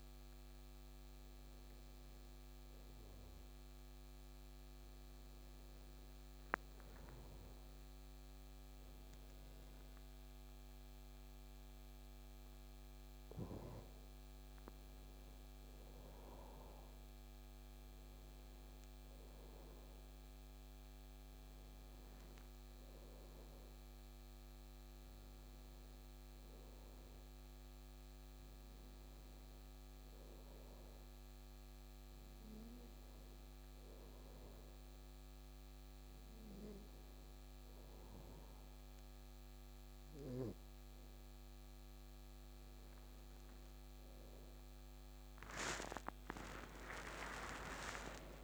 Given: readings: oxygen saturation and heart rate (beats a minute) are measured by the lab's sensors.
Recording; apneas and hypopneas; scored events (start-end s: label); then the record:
breathing in sleep by a microphone on the trachea; none
45.50-48.44 s: new sleep stage, awake
From the record:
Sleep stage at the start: N2 (light sleep); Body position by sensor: on the back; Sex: male